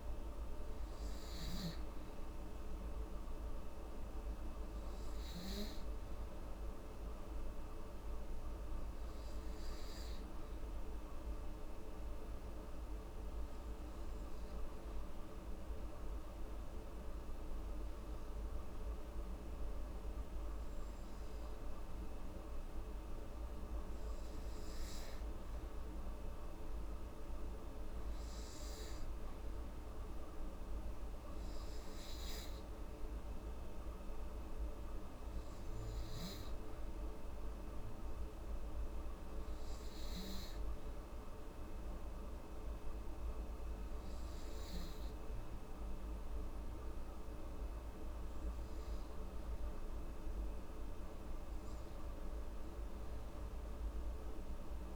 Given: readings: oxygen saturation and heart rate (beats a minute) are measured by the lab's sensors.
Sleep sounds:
breathing in sleep, hard to hear, by a room microphone; 1
11.00-23.00 s: obstructive apnea (oxygen 96% before, 94% lowest, heart rate 74 before, 67 extreme, up 6 after)
24.50-28.00 s: arousal
48.50-54.96 s: new sleep stage, REM sleep
From the record:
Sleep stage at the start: N2 (light sleep); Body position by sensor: on the back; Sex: female

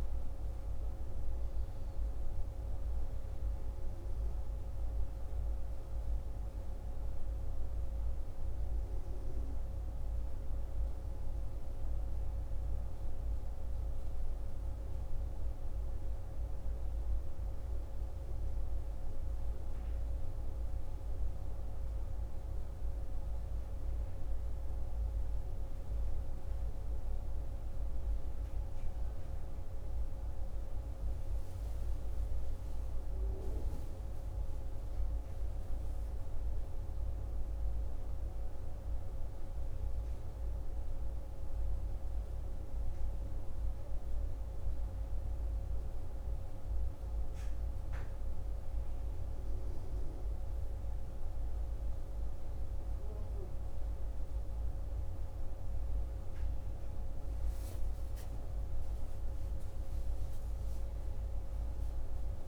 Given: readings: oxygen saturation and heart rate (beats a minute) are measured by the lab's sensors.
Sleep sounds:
a person awake in a sleep study, hard to hear, by a room microphone; none
0.00-1.00 s: oxygen desaturation (device-marked, oxygen 94% lowest, heart rate 56 extreme)
From the record:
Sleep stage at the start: awake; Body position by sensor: on the right side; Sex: male

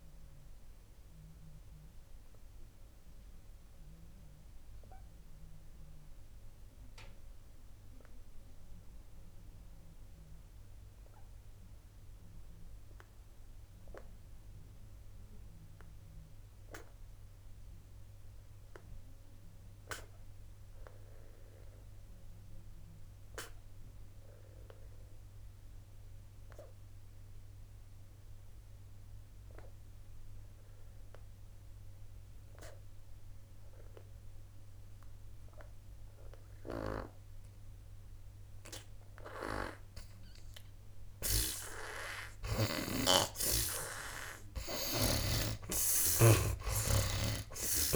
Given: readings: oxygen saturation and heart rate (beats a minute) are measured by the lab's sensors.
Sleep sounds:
breathing in sleep by a room microphone; 1
0.00-26.00 s: oxygen desaturation (device-marked, oxygen 70% lowest, heart rate 61 extreme)
1.50-42.50 s: obstructive apnea (oxygen 96% before, 70% lowest, heart rate 64 before, 61 extreme, up 11 after)
43.00-46.50 s: snoring (device-marked)
43.00-47.96 s: oxygen desaturation (device-marked, oxygen 97% before, 83% lowest, heart rate 62 before, 58 extreme)
46.00-47.96 s: arousal
From the record:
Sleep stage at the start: N2 (light sleep); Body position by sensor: on the back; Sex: male

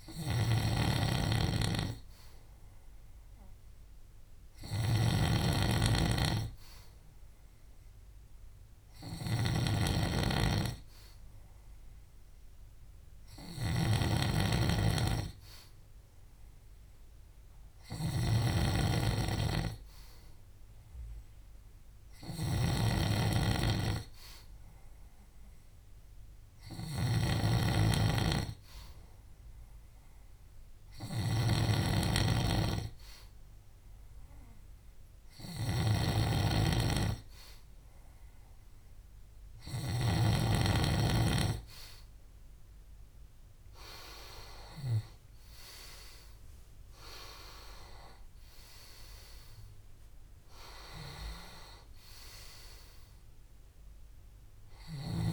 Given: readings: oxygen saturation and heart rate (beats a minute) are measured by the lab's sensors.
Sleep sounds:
breathing in sleep by a room microphone; none
0.00-40.00 s: snoring (device-marked)
50.00-54.00 s: arousal
From the record:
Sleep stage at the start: N2 (light sleep); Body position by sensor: on the left side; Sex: male

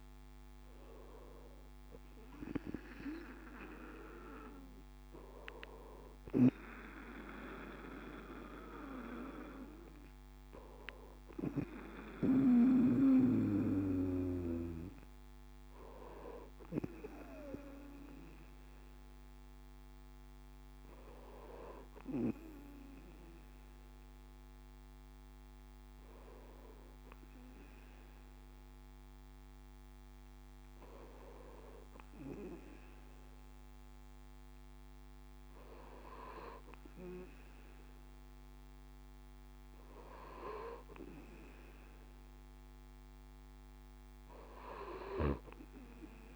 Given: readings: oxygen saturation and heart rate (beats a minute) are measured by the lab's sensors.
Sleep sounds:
breathing in sleep by a microphone on the trachea; none
none scored
From the record:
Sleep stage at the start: N2 (light sleep); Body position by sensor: on the right side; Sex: male

